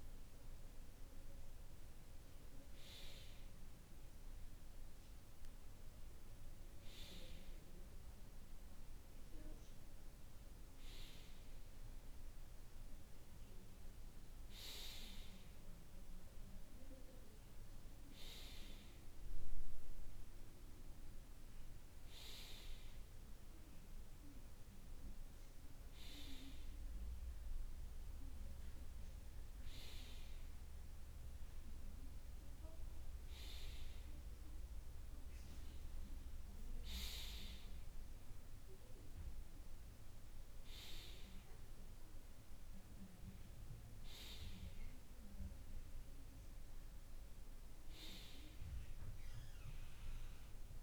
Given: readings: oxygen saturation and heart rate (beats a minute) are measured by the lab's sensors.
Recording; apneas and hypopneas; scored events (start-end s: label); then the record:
breathing in sleep by a room microphone; none
none scored
From the record:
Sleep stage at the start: N2 (light sleep); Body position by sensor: on the right side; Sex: male